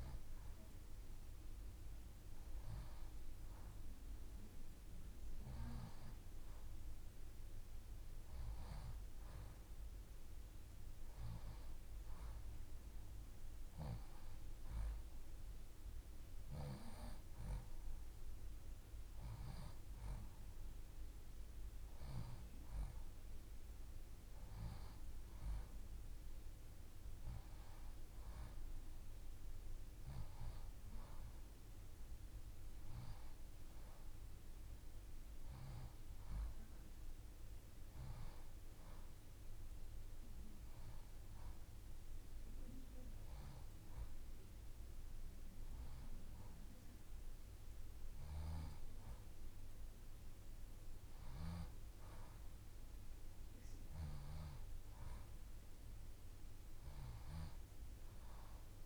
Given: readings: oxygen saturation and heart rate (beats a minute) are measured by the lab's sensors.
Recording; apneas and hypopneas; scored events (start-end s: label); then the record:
breathing in sleep by a room microphone; none
none scored
From the record:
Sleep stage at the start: N2 (light sleep); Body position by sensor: on the left side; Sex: female